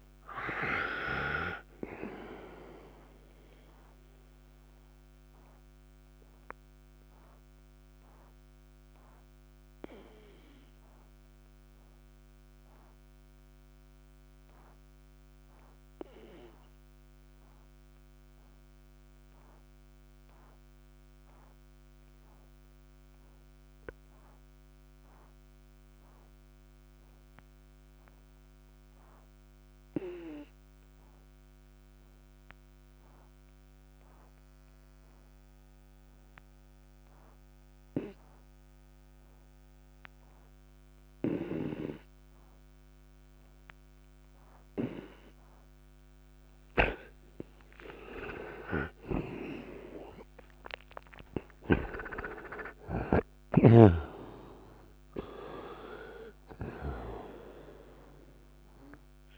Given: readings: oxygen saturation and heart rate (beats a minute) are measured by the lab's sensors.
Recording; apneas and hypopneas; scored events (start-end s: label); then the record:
breathing in sleep by a microphone on the trachea; 1
0.00-21.00 s: oxygen desaturation (device-marked, oxygen 82% lowest, heart rate 57 extreme)
5.00-44.50 s: obstructive apnea (oxygen 97% before, 82% lowest, heart rate 72 before, 57 extreme, up 35 after)
40.00-59.38 s: oxygen desaturation (device-marked, oxygen 98% before, 84% lowest, heart rate 61 before, 58 extreme)
47.50-52.00 s: arousal
52.50-59.38 s: snoring (device-marked)
From the record:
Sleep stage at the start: N2 (light sleep); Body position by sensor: on the right side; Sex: male